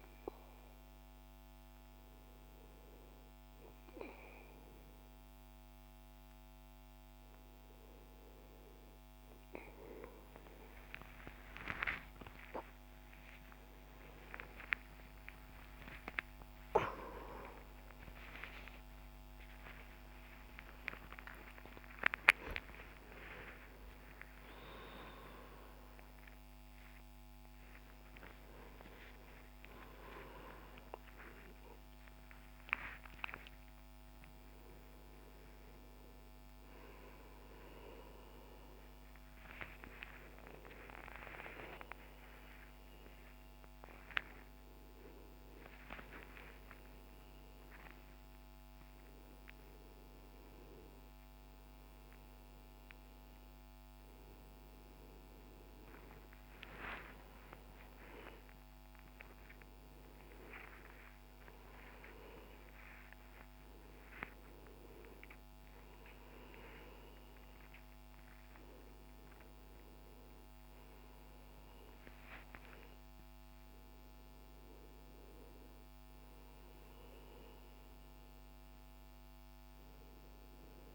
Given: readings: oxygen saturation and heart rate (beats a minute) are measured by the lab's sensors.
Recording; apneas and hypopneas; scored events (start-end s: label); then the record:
a person awake in a sleep study, by a microphone on the trachea; none
55.00-75.00 s: oxygen desaturation (device-marked, oxygen 98% before, 92% lowest, heart rate 98 before, 62 extreme)
72.00-80.95 s: new sleep stage, N1 (lightest sleep)
From the record:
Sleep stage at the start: awake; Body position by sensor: on the back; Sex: male